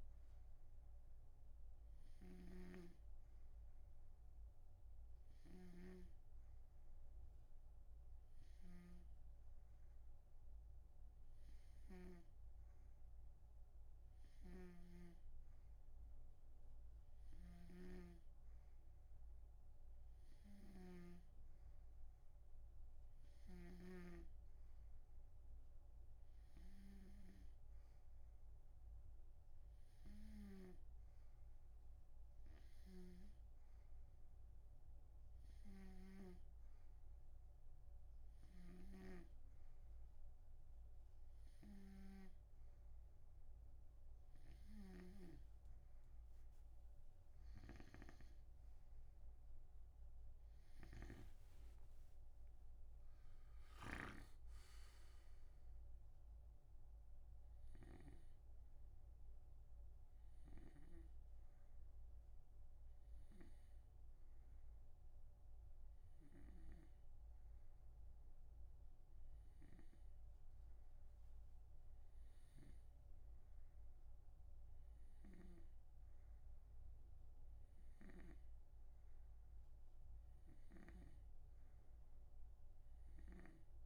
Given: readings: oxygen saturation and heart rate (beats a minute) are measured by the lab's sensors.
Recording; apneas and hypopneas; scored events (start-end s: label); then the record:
breathing in sleep by a room microphone; none
0.00-12.50 s: snoring (device-marked)
14.50-21.50 s: snoring (device-marked)
33.00-67.00 s: snoring (device-marked)
47.50-52.00 s: arousal
75.50-79.00 s: snoring (device-marked)
From the record:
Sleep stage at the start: N2 (light sleep); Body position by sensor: on the right side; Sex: male